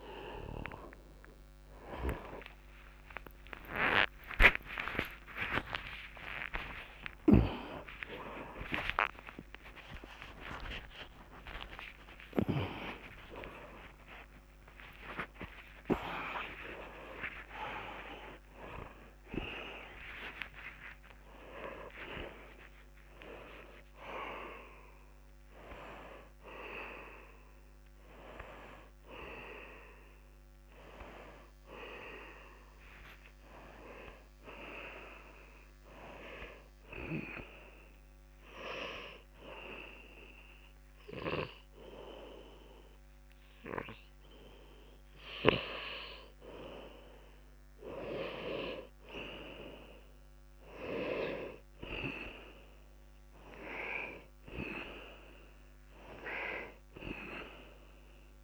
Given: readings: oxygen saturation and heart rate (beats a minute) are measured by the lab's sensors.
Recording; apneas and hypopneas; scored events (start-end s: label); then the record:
a person awake in a sleep study, by a microphone on the trachea; 1
0.00-19.00 s: oxygen desaturation (device-marked, oxygen 78% lowest, heart rate 49 extreme)
2.00-32.00 s: new sleep stage, awake
5.50-7.50 s: long interval between heartbeats (device-marked, heart rate 59 before, 106 extreme)
10.00-12.00 s: long interval between heartbeats (device-marked, heart rate 80 before, 146 extreme)
12.00-14.00 s: long interval between heartbeats (device-marked, heart rate 90 before, 139 extreme)
14.00-16.00 s: long interval between heartbeats (device-marked, heart rate 99 before, 176 extreme)
16.00-18.00 s: long interval between heartbeats (device-marked, heart rate 111 before, 158 extreme)
19.00-21.00 s: long interval between heartbeats (device-marked, heart rate 125 before, 86 extreme)
32.00-58.44 s: new sleep stage, N1 (lightest sleep)
39.00-49.00 s: hypopnea (oxygen 100% before, 80% lowest, heart rate 81 before, 65 extreme)
51.50-55.00 s: arousal
54.00-58.44 s: oxygen desaturation (device-marked, oxygen 98% before, 85% lowest, heart rate 72 before, 59 extreme)
From the record:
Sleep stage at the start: N2 (light sleep); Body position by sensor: on the left side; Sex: male